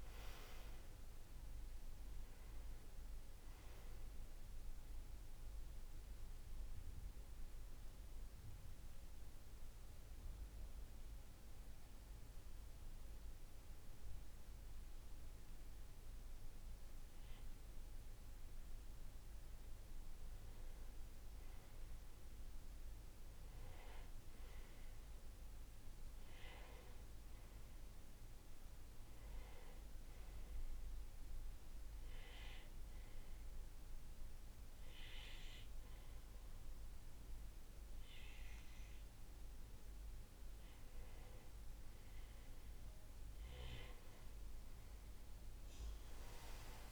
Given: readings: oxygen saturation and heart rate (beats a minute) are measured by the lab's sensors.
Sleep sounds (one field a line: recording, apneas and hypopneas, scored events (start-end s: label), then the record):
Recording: breathing in sleep by a room microphone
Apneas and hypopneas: 2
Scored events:
0.00-1.00 s: arousal
5.50-13.50 s: oxygen desaturation (device-marked, oxygen 98% before, 90% lowest, heart rate 62 before, 58 extreme)
6.50-18.00 s: obstructive apnea (oxygen 98% before, 91% lowest, heart rate 63 before, 57 extreme, up 4 after)
20.50-24.50 s: arousal
23.50-38.50 s: oxygen desaturation (device-marked, oxygen 98% before, 92% lowest, heart rate 61 before, 57 extreme)
31.50-42.00 s: obstructive apnea (oxygen 98% before, 92% lowest, heart rate 60 before, 57 extreme, up 14 after)
45.50-46.92 s: new sleep stage, N1 (lightest sleep)
From the record:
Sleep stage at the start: N2 (light sleep)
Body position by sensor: on the right side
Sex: male